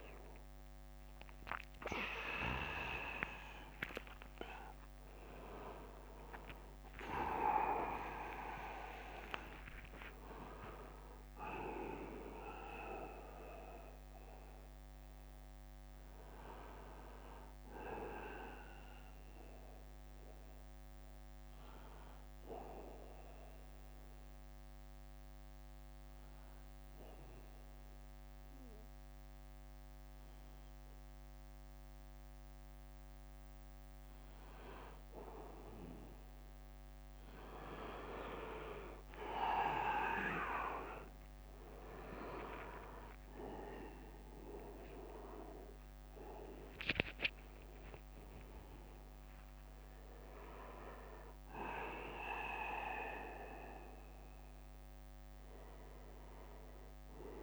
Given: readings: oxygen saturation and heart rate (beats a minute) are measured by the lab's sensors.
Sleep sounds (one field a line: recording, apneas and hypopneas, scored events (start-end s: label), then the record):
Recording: breathing in sleep by a microphone on the trachea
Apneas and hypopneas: 1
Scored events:
10.50-20.50 s: drop in pulse transit time (device-marked, heart rate 78 before, 77 extreme)
12.00-15.50 s: arousal
21.50-34.00 s: central apnea (oxygen 97% before, 91% lowest, heart rate 82 before, 68 extreme, up 6 after)
38.00-41.50 s: arousal
41.50-53.50 s: drop in pulse transit time (device-marked, heart rate 80 before, 73 extreme)
43.50-57.43 s: oxygen desaturation (device-marked, oxygen 98% before, 91% lowest, heart rate 80 before, 68 extreme)
47.50-49.50 s: long interval between heartbeats (device-marked, heart rate 81 before, 78 extreme)
From the record:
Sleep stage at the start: N2 (light sleep)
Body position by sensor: on the back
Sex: male